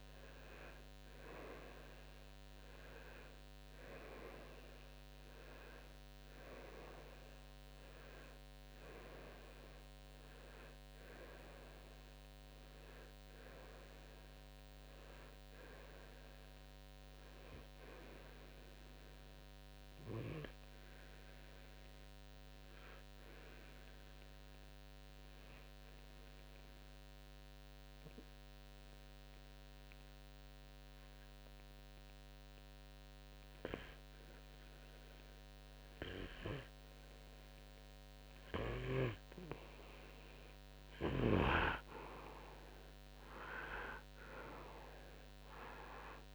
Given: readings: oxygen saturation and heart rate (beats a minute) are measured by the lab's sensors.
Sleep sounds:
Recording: breathing in sleep by a microphone on the trachea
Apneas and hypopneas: 1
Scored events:
0.00-1.00 s: arousal
23.50-39.50 s: obstructive apnea (oxygen 97% before, 93% lowest, heart rate 60 before, 56 extreme, up 7 after)
24.50-39.50 s: oxygen desaturation (device-marked, oxygen 97% before, 93% lowest, heart rate 60 before, 56 extreme)
41.50-45.50 s: arousal
From the record:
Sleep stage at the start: N2 (light sleep)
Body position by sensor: on the right side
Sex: male

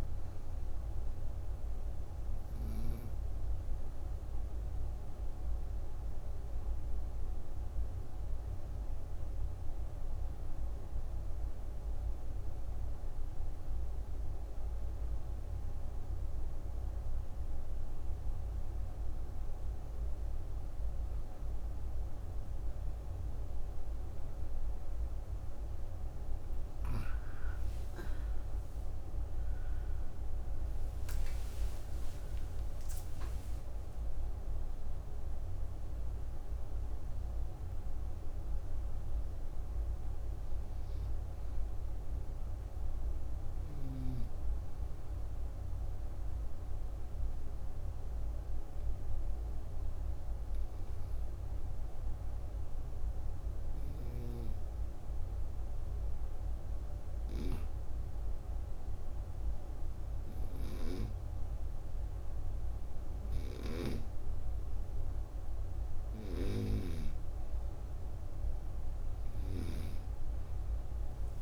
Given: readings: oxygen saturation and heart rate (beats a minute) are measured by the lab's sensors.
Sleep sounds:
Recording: breathing in sleep, hard to hear, by a room microphone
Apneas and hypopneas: 2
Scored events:
1.00-25.50 s: obstructive apnea (oxygen 99% before, 89% lowest, heart rate 52 before, 54 extreme)
24.00-45.00 s: oxygen desaturation (device-marked, oxygen 98% before, 89% lowest, heart rate 63 before, 54 extreme)
27.50-33.00 s: arousal
44.00-66.00 s: hypopnea (oxygen 98% before, 90% lowest, heart rate 85 before, 56 extreme, up 42 after)
From the record:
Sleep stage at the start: N2 (light sleep)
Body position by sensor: on the right side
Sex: female

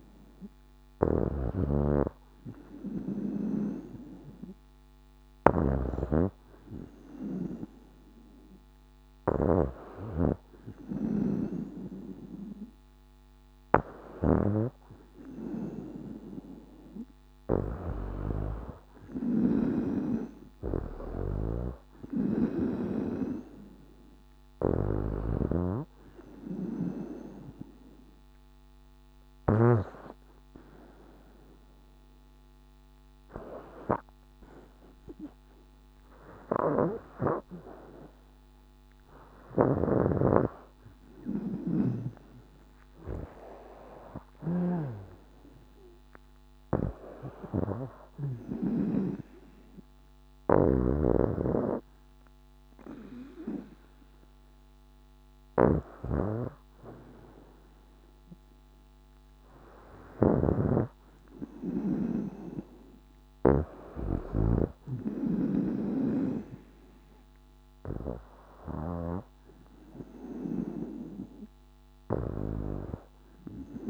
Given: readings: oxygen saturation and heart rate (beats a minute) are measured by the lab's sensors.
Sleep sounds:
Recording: breathing in sleep by a microphone on the trachea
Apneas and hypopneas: none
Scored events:
0.00-19.50 s: snoring (device-marked)
21.50-29.50 s: snoring (device-marked)
44.00-48.00 s: snoring (device-marked)
50.00-63.50 s: snoring (device-marked)
From the record:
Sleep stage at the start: N2 (light sleep)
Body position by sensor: on the back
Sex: female

